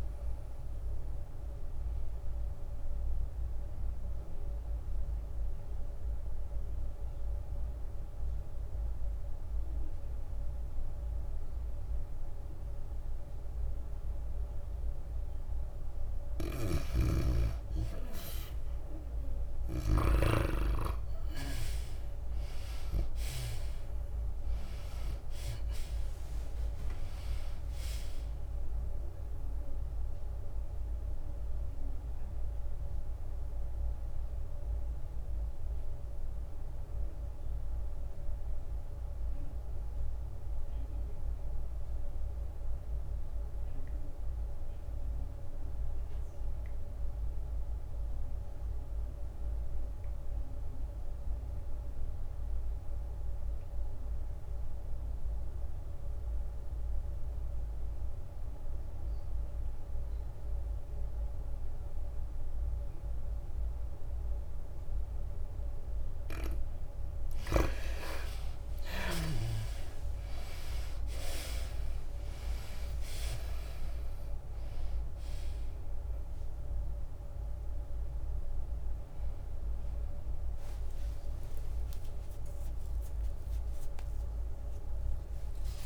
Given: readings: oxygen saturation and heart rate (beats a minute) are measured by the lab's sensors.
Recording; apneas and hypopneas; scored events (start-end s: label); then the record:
breathing in sleep by a room microphone; 2
0.00-6.50 s: tachycardia (device-marked, heart rate 119 extreme)
0.00-8.50 s: drop in pulse transit time (device-marked, heart rate 101 extreme)
0.00-14.50 s: oxygen desaturation (device-marked, oxygen 77% lowest, heart rate 95 extreme)
4.00-17.50 s: mixed apnea (oxygen 96% before, 74% lowest, heart rate 101 before, 93 extreme, up 2 after)
18.50-21.50 s: arousal
19.50-43.50 s: oxygen desaturation (device-marked, oxygen 98% before, 83% lowest, heart rate 100 before, 74 extreme)
24.50-31.50 s: tachycardia (device-marked, heart rate 99 before, 102 extreme)
24.50-36.50 s: drop in pulse transit time (device-marked, heart rate 98 before, 98 extreme)
31.50-67.00 s: obstructive apnea (oxygen 98% before, 68% lowest, heart rate 98 before, 69 extreme, up 24 after)
44.00-46.00 s: long interval between heartbeats (device-marked, heart rate 98 before, 89 extreme)
47.00-49.00 s: long interval between heartbeats (device-marked, heart rate 97 before, 88 extreme)
52.50-85.86 s: oxygen desaturation (device-marked, oxygen 96% before, 68% lowest, heart rate 93 before, 69 extreme)
71.50-84.50 s: drop in pulse transit time (device-marked, heart rate 82 before, 77 extreme)
72.50-85.86 s: tachycardia (device-marked, heart rate 98 before, 191 extreme)
80.00-82.00 s: long interval between heartbeats (device-marked, heart rate 86 before, 115 extreme)
83.00-85.00 s: long interval between heartbeats (device-marked, heart rate 90 before, 124 extreme)
85.50-85.86 s: new sleep stage, awake
From the record:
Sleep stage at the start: N2 (light sleep); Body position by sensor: on the back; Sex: female